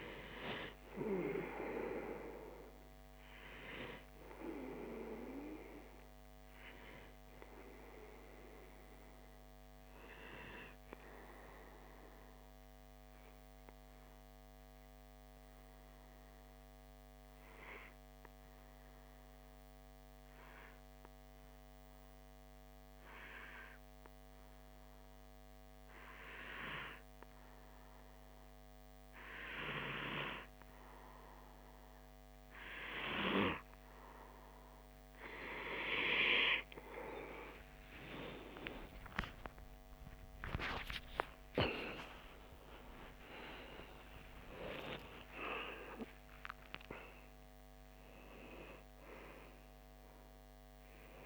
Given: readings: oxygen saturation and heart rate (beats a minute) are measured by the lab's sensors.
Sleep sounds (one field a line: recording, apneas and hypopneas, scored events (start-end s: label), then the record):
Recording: breathing in sleep by a microphone on the trachea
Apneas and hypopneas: 1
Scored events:
11.00-32.00 s: obstructive apnea (oxygen 96% before, 92% lowest)
33.00-47.00 s: oxygen desaturation (device-marked, oxygen 97% before, 93% lowest)
38.00-44.00 s: arousal
From the record:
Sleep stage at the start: N2 (light sleep)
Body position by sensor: on the back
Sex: male